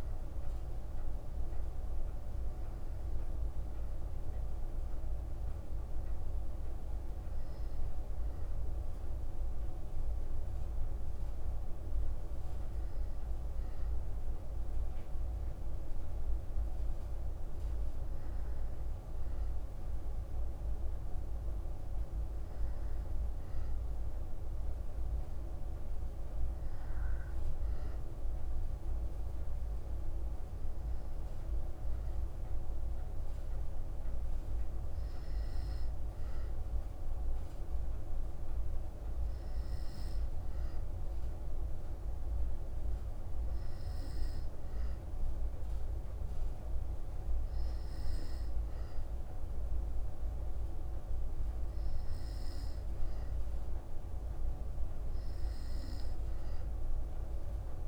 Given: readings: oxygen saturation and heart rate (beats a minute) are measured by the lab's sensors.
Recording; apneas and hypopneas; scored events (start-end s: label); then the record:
breathing in sleep, hard to hear, by a room microphone; none
none scored
From the record:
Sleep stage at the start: N2 (light sleep); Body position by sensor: on the back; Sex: female